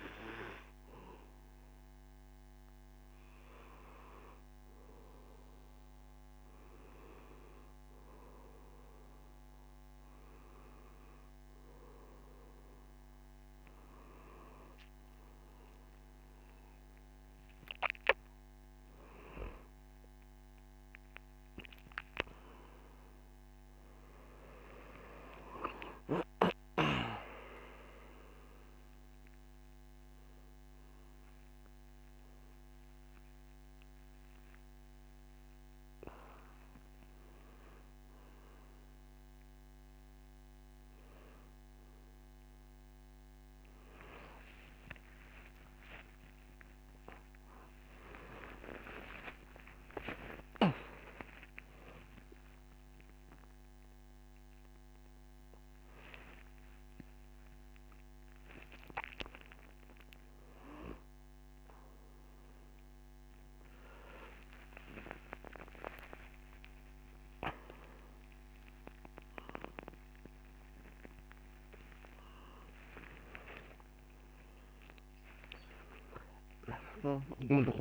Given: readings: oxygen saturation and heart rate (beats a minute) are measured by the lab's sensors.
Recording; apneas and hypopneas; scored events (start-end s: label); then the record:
a person awake in a sleep study, by a microphone on the trachea; none
25.00-77.81 s: new sleep stage, awake
From the record:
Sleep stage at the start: N2 (light sleep); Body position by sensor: on the back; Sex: male